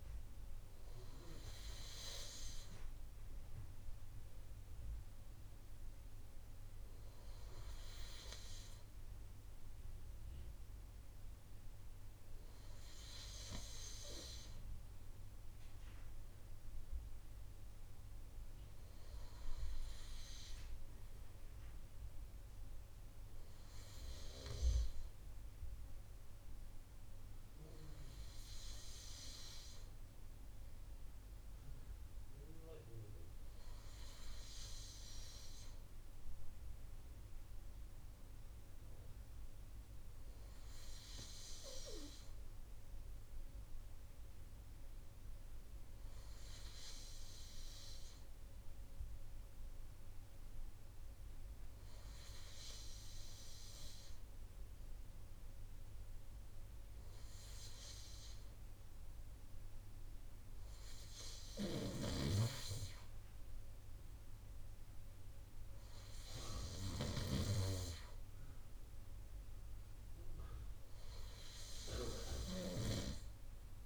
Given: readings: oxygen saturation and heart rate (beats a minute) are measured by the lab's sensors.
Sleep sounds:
breathing in sleep by a room microphone; none
none scored
From the record:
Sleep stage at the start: N2 (light sleep); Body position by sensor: on the right side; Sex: male

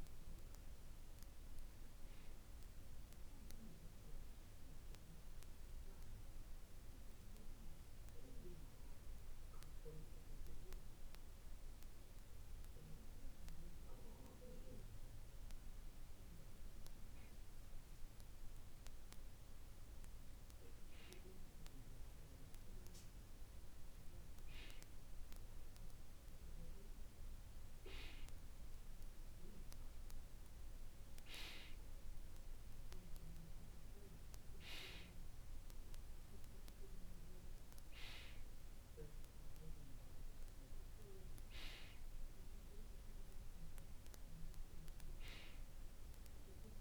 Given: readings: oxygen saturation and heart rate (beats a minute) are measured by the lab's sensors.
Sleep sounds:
breathing in sleep by a room microphone; 1
5.50-20.50 s: hypopnea (oxygen 96% before, 94% lowest, heart rate 49 before, 47 extreme, up 2 after)
25.50-30.00 s: arousal
From the record:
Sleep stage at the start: N2 (light sleep); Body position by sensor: on the back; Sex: male

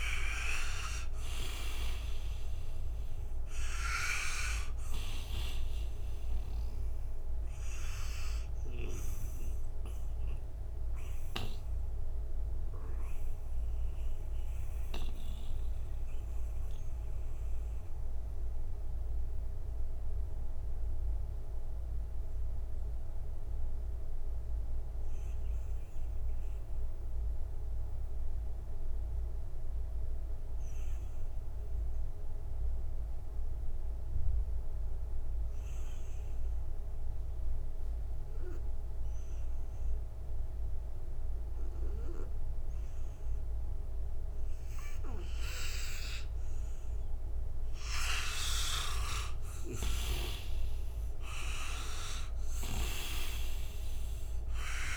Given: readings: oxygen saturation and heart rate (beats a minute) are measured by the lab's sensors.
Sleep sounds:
breathing in sleep by a room microphone; 1
0.00-25.50 s: oxygen desaturation (device-marked, oxygen 82% lowest, heart rate 37 extreme)
6.00-47.50 s: mixed apnea (oxygen 98% before, 80% lowest, heart rate 52 before, 47 extreme, up 1 after)
42.50-54.97 s: oxygen desaturation (device-marked, oxygen 98% before, 80% lowest, heart rate 62 before, 46 extreme)
48.50-54.00 s: arousal
49.00-52.50 s: snoring (device-marked)
From the record:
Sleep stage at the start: N2 (light sleep); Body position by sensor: on the right side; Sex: male

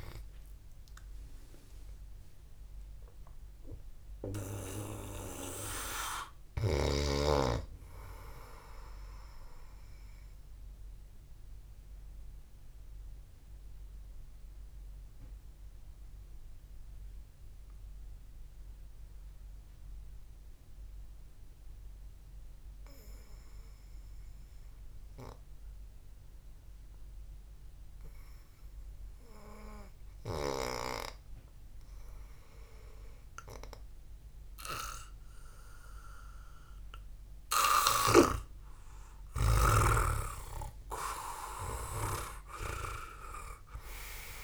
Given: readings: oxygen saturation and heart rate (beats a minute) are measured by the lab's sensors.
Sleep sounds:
breathing in sleep by a room microphone; 1
1.00-6.00 s: arousal
10.00-24.00 s: mixed apnea (oxygen 99% before, 91% lowest, heart rate 61 before, 53 extreme, up 4 after)
26.00-28.00 s: arousal
39.00-43.50 s: arousal
41.50-43.50 s: long interval between heartbeats (device-marked, heart rate 63 before, 60 extreme)
From the record:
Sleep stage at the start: N2 (light sleep); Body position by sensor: on the back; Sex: male

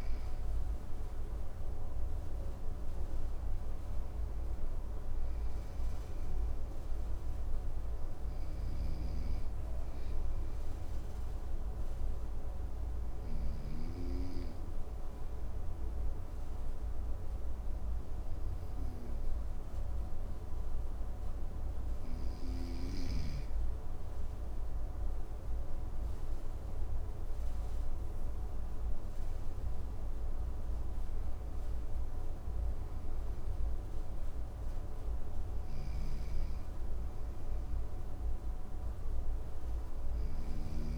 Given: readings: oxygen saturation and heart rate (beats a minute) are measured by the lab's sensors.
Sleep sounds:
breathing in sleep, hard to hear, by a room microphone; 1
0.00-1.50 s: arousal
7.50-13.00 s: snoring (device-marked)
8.00-21.50 s: obstructive apnea (oxygen 95% before, 93% lowest, heart rate 58 before, 55 extreme, up 6 after)
24.50-28.00 s: arousal
39.50-40.98 s: snoring (device-marked)
From the record:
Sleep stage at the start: N2 (light sleep); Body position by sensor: on the right side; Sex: male

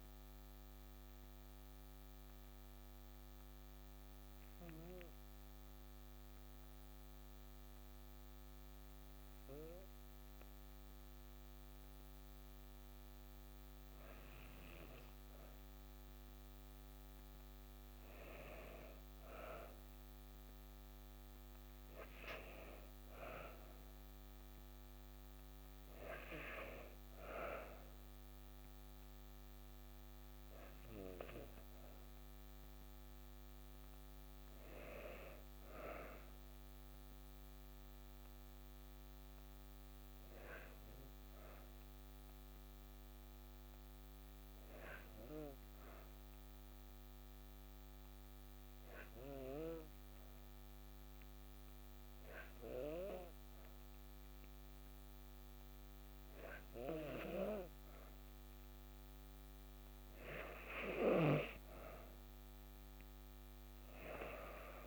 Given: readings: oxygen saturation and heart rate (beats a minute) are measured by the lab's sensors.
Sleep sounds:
breathing in sleep by a microphone on the trachea; 2
0.50-14.00 s: mixed apnea (oxygen 95% before, 93% lowest, heart rate 59 before, 55 extreme, up 3 after)
18.00-22.00 s: arousal
37.50-41.50 s: arousal
44.50-59.50 s: hypopnea (oxygen 96% before, 94% lowest, heart rate 57 before, 55 extreme, up 2 after)
61.00-64.87 s: arousal
From the record:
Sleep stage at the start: N2 (light sleep); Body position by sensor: on the back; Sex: female

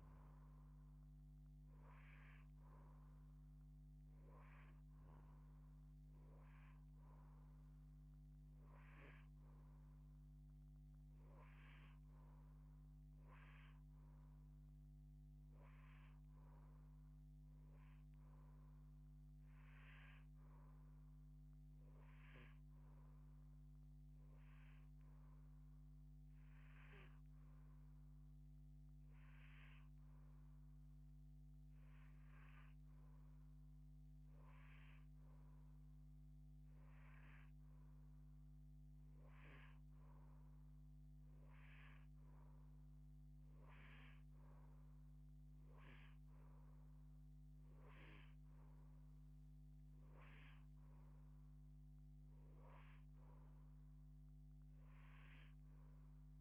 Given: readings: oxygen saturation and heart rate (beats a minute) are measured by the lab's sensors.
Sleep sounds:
breathing in sleep by a microphone on the trachea; none
none scored
From the record:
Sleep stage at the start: N2 (light sleep); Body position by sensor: on the left side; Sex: female

